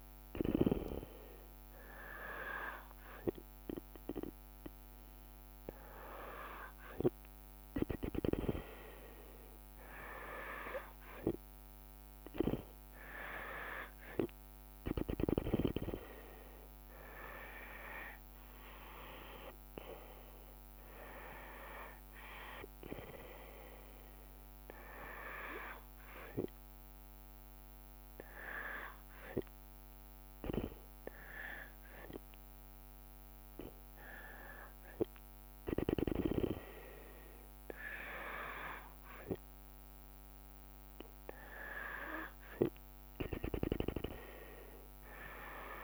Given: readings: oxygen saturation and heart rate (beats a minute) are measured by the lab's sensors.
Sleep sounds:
breathing in sleep by a microphone on the trachea; none
16.50-27.50 s: drop in pulse transit time (device-marked, heart rate 70 before, 71 extreme)
43.00-45.84 s: snoring (device-marked)
From the record:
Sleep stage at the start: N2 (light sleep); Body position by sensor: on the back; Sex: female

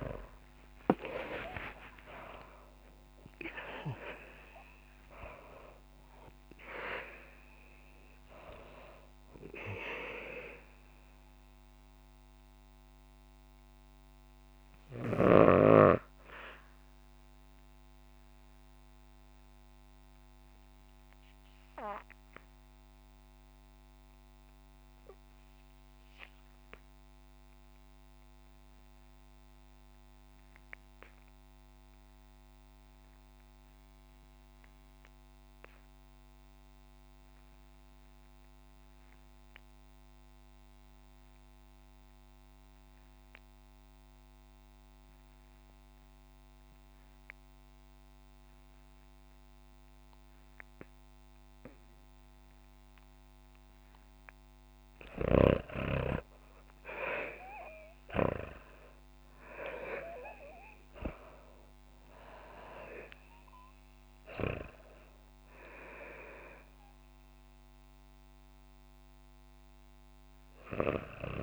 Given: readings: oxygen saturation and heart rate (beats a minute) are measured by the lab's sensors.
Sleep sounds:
breathing in sleep by a microphone on the trachea; 1
0.00-4.00 s: arousal
0.00-12.00 s: oxygen desaturation (device-marked, oxygen 75% lowest, heart rate 45 extreme)
16.50-54.00 s: obstructive apnea (oxygen 88% before, 72% lowest, heart rate 66 before, 51 extreme, up 9 after)
18.00-29.00 s: oxygen desaturation (device-marked, oxygen 79% before, 72% lowest, heart rate 67 before, 51 extreme)
43.00-71.43 s: oxygen desaturation (device-marked, oxygen 98% before, 73% lowest, heart rate 56 before, 49 extreme)
55.50-60.00 s: arousal
From the record:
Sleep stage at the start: REM sleep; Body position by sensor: on the back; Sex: female

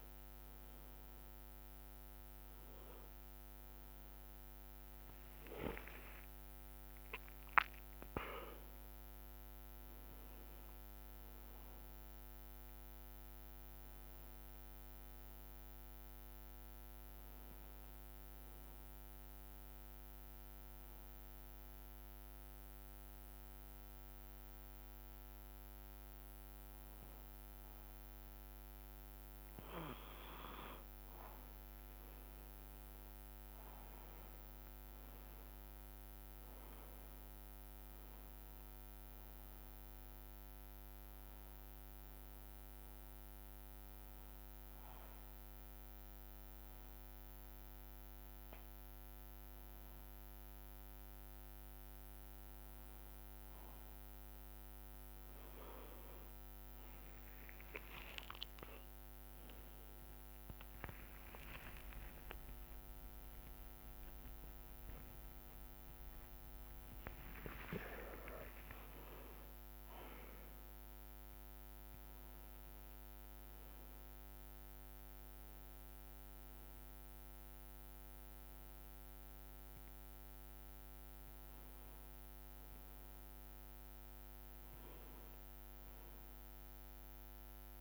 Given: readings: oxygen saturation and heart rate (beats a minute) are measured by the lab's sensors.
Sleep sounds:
breathing in sleep by a microphone on the trachea; 2
0.00-13.50 s: oxygen desaturation (device-marked, oxygen 93% lowest, heart rate 57 extreme)
1.00-5.00 s: arousal
5.50-16.50 s: drop in pulse transit time (device-marked, heart rate 60 before, 63 extreme)
16.50-76.50 s: new sleep stage, N2 (light sleep)
18.50-29.50 s: hypopnea (oxygen 97% before, 92% lowest, heart rate 66 before, 57 extreme, up 5 after)
21.50-32.50 s: bradycardia (device-marked, heart rate 69 before, 57 extreme)
31.50-35.50 s: arousal
34.50-52.50 s: oxygen desaturation (device-marked, oxygen 97% before, 92% lowest, heart rate 60 before, 58 extreme)
42.50-48.50 s: bradycardia (device-marked, heart rate 68 before, 58 extreme)
42.50-53.50 s: hypopnea (oxygen 97% before, 92% lowest, heart rate 60 before, 58 extreme, up 21 after)
60.50-62.50 s: long interval between heartbeats (device-marked, heart rate 62 before, 78 extreme)
60.50-66.00 s: arousal
62.50-71.50 s: oxygen desaturation (device-marked, oxygen 97% before, 94% lowest, heart rate 63 before, 61 extreme)
67.50-77.50 s: drop in pulse transit time (device-marked, heart rate 67 before, 65 extreme)
76.50-87.81 s: new sleep stage, N1 (lightest sleep)
From the record:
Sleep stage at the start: N1 (lightest sleep); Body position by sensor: on the back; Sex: male

